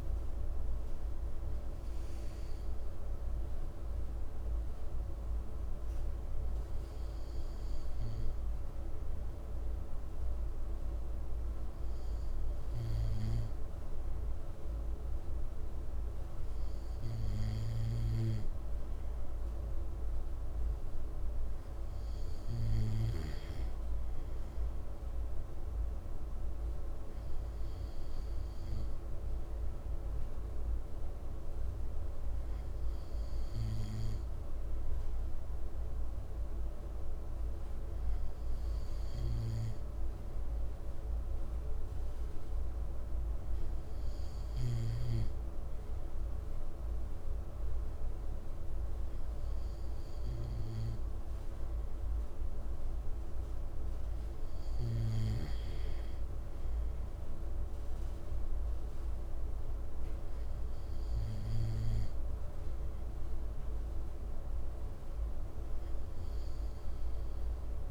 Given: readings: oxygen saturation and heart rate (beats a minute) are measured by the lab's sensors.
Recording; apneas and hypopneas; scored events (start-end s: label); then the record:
breathing in sleep, hard to hear, by a room microphone; none
17.00-23.00 s: snoring (device-marked)
From the record:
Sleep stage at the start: N2 (light sleep); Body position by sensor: on the right side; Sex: male